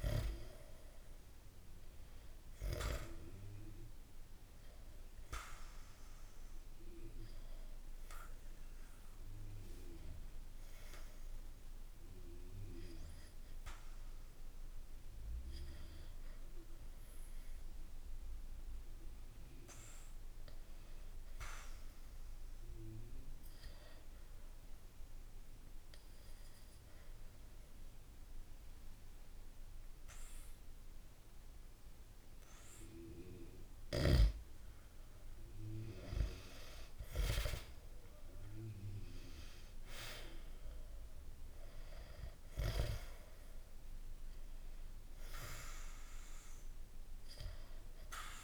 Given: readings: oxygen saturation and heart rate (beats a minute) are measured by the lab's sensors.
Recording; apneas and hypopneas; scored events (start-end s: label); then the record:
breathing in sleep by a room microphone; 2
0.00-12.50 s: oxygen desaturation (device-marked, oxygen 91% lowest, heart rate 63 extreme)
3.00-17.00 s: hypopnea (oxygen 97% before, 91% lowest, heart rate 64 before, 63 extreme, up 1 after)
18.50-21.00 s: arousal
23.00-33.50 s: obstructive apnea (oxygen 98% before, 91% lowest, heart rate 66 before, 62 extreme, up 0 after)
33.50-37.50 s: snoring (device-marked)
35.00-39.50 s: arousal
37.50-48.44 s: oxygen desaturation (device-marked, oxygen 97% before, 91% lowest, heart rate 65 before, 60 extreme)
From the record:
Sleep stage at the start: N2 (light sleep); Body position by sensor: on the back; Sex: male